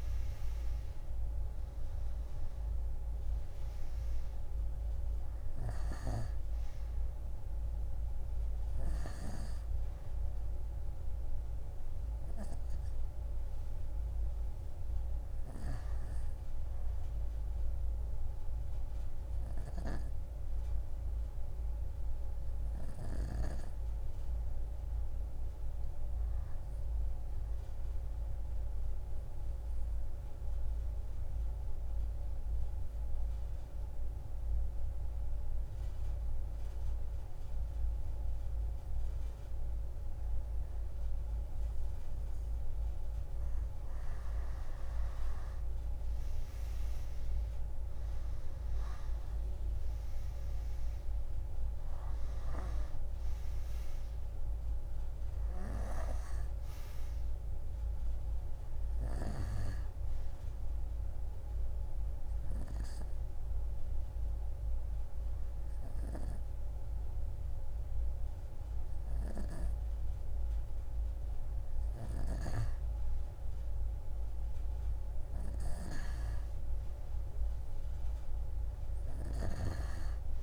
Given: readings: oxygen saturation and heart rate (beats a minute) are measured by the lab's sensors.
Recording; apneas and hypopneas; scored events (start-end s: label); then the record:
breathing in sleep by a room microphone; 2
0.00-21.50 s: oxygen desaturation (device-marked, oxygen 85% lowest)
5.50-9.00 s: snoring (device-marked)
12.00-41.50 s: obstructive apnea (oxygen 97% before, 85% lowest)
38.50-70.50 s: oxygen desaturation (device-marked, oxygen 97% before, 88% lowest)
44.50-49.50 s: arousal
60.50-71.50 s: obstructive apnea (oxygen 96% before, 88% lowest)
69.00-72.50 s: snoring (device-marked)
74.00-77.50 s: arousal
From the record:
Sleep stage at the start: N2 (light sleep); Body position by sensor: on the right side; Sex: female